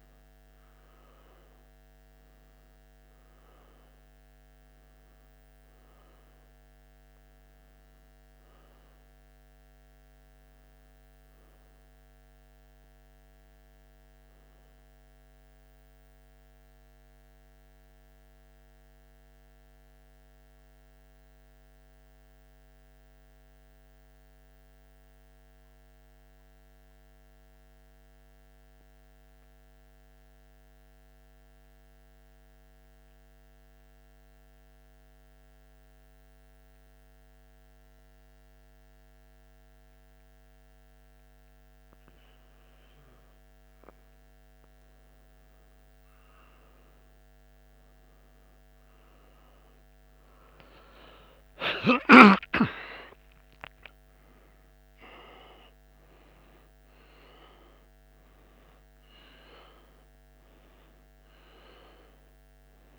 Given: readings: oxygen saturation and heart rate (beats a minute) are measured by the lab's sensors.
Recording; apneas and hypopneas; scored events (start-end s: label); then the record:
breathing in sleep by a microphone on the trachea; 1
10.50-14.00 s: arousal
16.50-41.50 s: central apnea (oxygen 96% before, 88% lowest, heart rate 83 before, 81 extreme, up 0 after)
20.50-50.50 s: new sleep stage, N2 (light sleep)
25.50-47.50 s: oxygen desaturation (device-marked, oxygen 96% before, 91% lowest, heart rate 83 before, 81 extreme)
46.50-53.00 s: arousal
50.50-62.99 s: new sleep stage, N1 (lightest sleep)
From the record:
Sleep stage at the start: N1 (lightest sleep); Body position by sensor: on the back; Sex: male